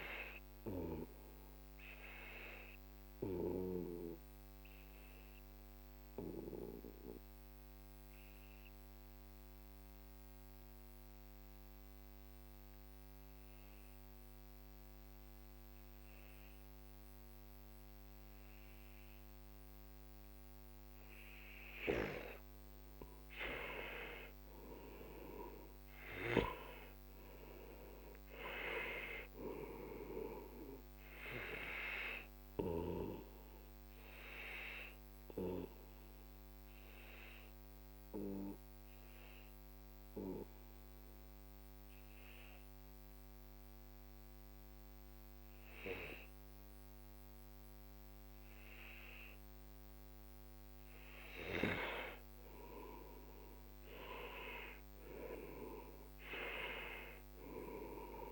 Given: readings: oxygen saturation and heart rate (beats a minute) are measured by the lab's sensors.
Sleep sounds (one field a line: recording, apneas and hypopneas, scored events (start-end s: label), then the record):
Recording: breathing in sleep by a microphone on the trachea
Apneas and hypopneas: 2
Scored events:
0.00-12.50 s: oxygen desaturation (device-marked, oxygen 92% lowest, heart rate 41 extreme)
2.50-22.00 s: obstructive apnea (oxygen 97% before, 92% lowest, heart rate 54 before, 41 extreme, up 14 after)
23.50-26.50 s: arousal
25.50-47.50 s: oxygen desaturation (device-marked, oxygen 97% before, 92% lowest, heart rate 47 before, 44 extreme)
32.00-50.50 s: obstructive apnea (oxygen 97% before, 92% lowest, heart rate 51 before, 44 extreme, up 13 after)
53.00-56.00 s: arousal
From the record:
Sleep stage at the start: N2 (light sleep)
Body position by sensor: on the back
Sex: male